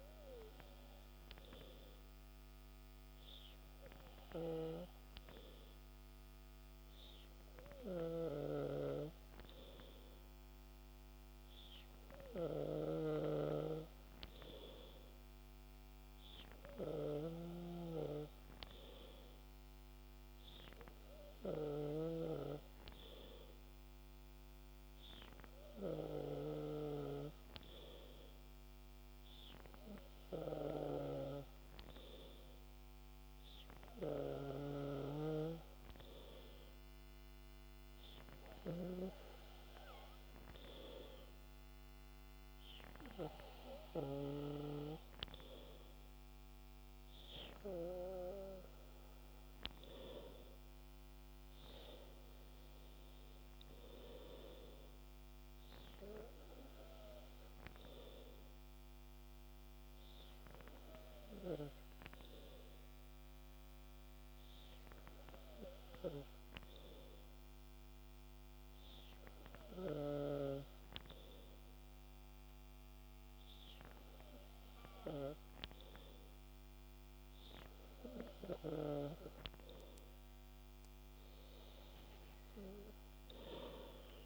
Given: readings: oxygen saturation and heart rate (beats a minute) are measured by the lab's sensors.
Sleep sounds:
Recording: breathing in sleep by a microphone on the trachea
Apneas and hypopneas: none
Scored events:
none scored
From the record:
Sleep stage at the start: N2 (light sleep)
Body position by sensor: on the back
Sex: male

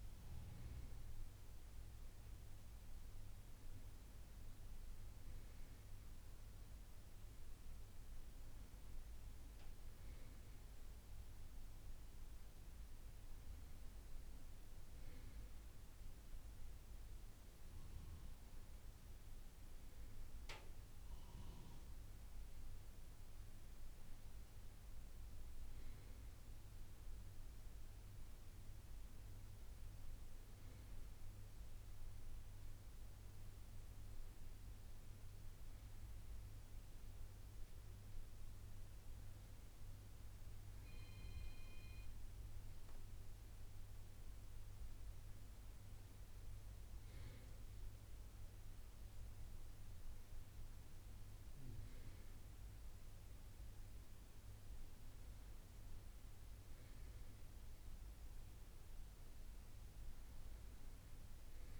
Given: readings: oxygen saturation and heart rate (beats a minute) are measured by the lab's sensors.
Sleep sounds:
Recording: a person awake in a sleep study, hard to hear, by a room microphone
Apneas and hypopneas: none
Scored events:
none scored
From the record:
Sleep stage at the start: awake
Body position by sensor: on the right side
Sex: male

